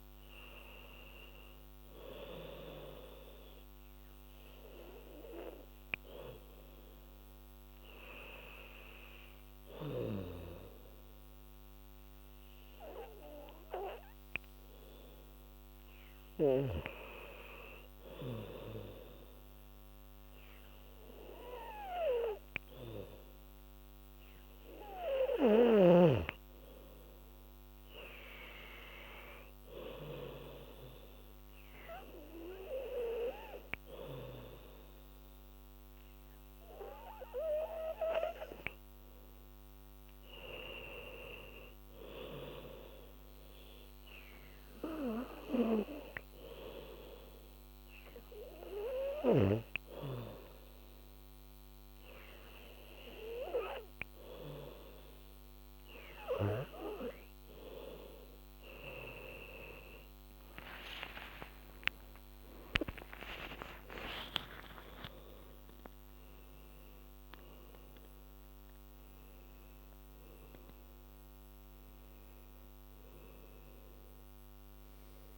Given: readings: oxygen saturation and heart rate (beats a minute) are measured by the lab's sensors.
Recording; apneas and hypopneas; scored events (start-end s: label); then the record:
breathing in sleep by a microphone on the trachea; 1
37.00-40.50 s: arousal
46.00-58.50 s: hypopnea (oxygen 95% before, 93% lowest, heart rate 85 before, 80 extreme, up 7 after)
61.00-66.00 s: arousal
From the record:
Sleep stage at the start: N2 (light sleep); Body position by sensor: on the back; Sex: female